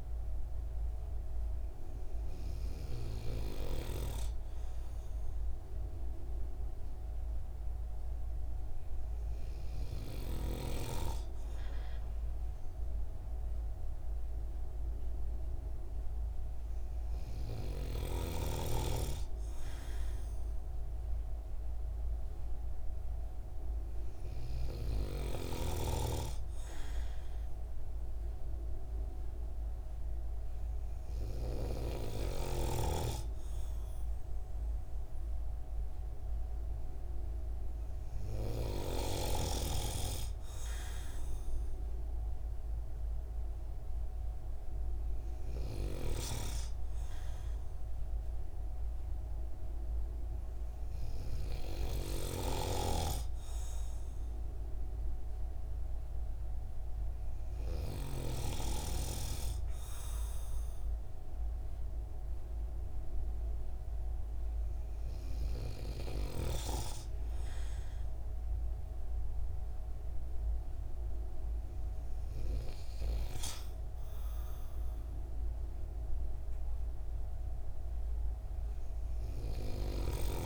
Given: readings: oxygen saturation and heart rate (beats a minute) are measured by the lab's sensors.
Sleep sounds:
breathing in sleep by a room microphone; none
52.00-58.00 s: snoring (device-marked)
From the record:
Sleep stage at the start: N2 (light sleep); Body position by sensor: on the right side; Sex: male

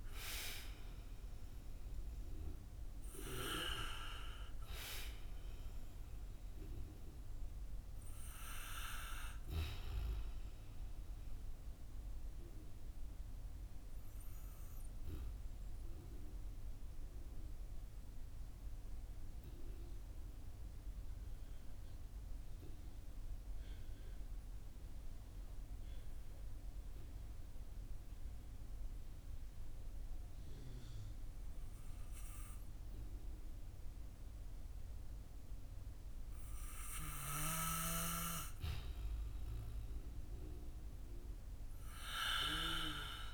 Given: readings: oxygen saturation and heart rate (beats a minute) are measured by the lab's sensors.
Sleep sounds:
breathing in sleep by a room microphone; 1
9.50-38.50 s: obstructive apnea (oxygen 97% before, 91% lowest, heart rate 58 before, 42 extreme, up 18 after)
14.50-29.50 s: oxygen desaturation (device-marked, oxygen 94% before, 91% lowest, heart rate 57 before, 42 extreme)
42.00-43.34 s: arousal
From the record:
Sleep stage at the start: N2 (light sleep); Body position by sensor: on the back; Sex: male

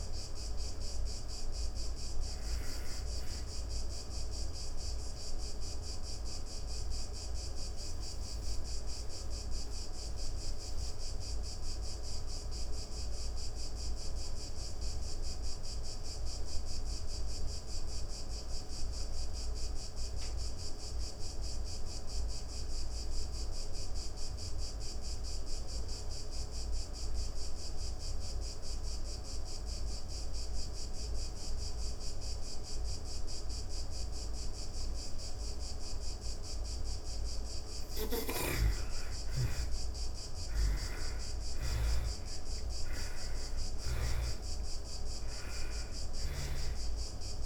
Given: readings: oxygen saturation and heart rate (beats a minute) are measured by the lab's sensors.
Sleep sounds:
breathing in sleep, hard to hear, by a room microphone; 1
0.00-14.50 s: oxygen desaturation (device-marked, oxygen 73% lowest)
3.50-35.00 s: obstructive apnea (oxygen 95% before, 73% lowest)
29.50-47.46 s: oxygen desaturation (device-marked, oxygen 99% before, 79% lowest)
37.00-40.50 s: snoring (device-marked)
37.50-42.50 s: arousal
From the record:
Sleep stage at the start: N2 (light sleep); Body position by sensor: on the back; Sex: female

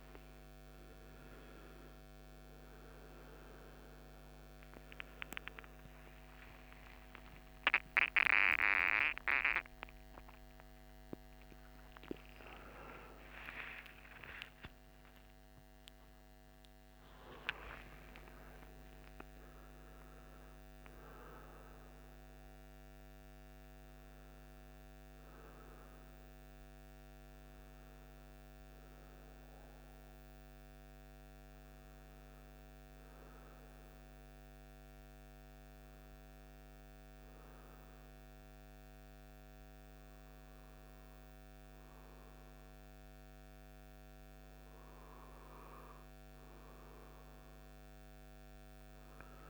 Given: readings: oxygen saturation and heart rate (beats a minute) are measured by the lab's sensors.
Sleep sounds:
a person partly awake in a sleep study, by a microphone on the trachea; none
21.50-49.50 s: new sleep stage, N1 (lightest sleep)
From the record:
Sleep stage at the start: awake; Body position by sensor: on the right side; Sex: male

